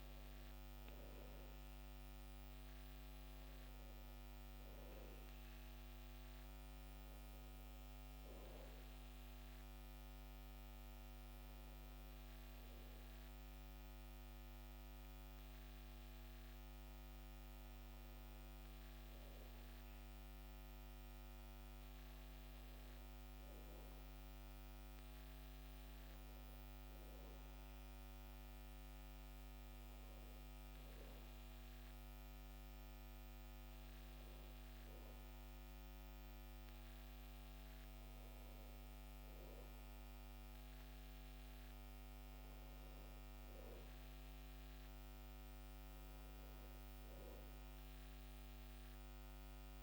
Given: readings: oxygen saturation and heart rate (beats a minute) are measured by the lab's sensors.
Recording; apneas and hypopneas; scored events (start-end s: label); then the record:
breathing in sleep, hard to hear, by a microphone on the trachea; none
0.00-7.50 s: oxygen desaturation (device-marked, oxygen 90% lowest, heart rate 63 extreme)
From the record:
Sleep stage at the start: N2 (light sleep); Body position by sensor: on the back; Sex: male